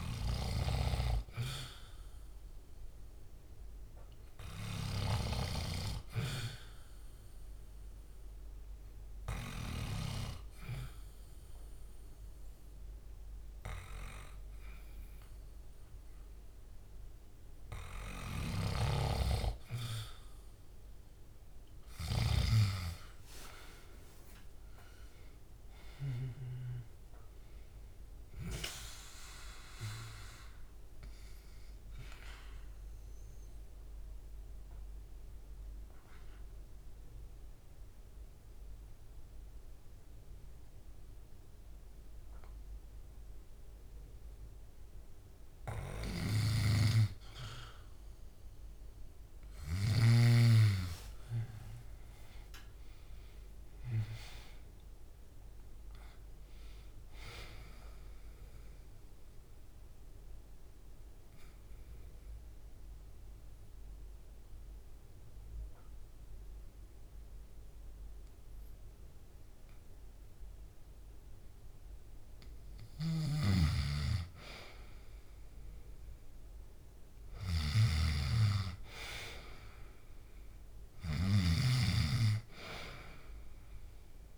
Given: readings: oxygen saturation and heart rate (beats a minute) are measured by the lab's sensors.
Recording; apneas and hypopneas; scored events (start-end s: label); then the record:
breathing in sleep by a room microphone; 3
0.00-4.50 s: oxygen desaturation (device-marked, oxygen 91% lowest, heart rate 66 extreme)
1.00-4.50 s: arousal
6.50-18.50 s: hypopnea (oxygen 98% before, 90% lowest, heart rate 68 before, 68 extreme, up 6 after)
18.00-22.00 s: snoring (device-marked)
22.50-26.50 s: arousal
33.50-46.00 s: obstructive apnea (oxygen 96% before, 90% lowest, heart rate 72 before, 62 extreme, up 3 after)
45.50-50.00 s: snoring (device-marked)
50.00-54.50 s: arousal
58.50-72.00 s: obstructive apnea (oxygen 98% before, 90% lowest, heart rate 70 before, 62 extreme, up 5 after)
59.50-79.50 s: oxygen desaturation (device-marked, oxygen 98% before, 90% lowest, heart rate 71 before, 62 extreme)
72.50-81.50 s: snoring (device-marked)
73.50-78.00 s: arousal
From the record:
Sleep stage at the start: N2 (light sleep); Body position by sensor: on the back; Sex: male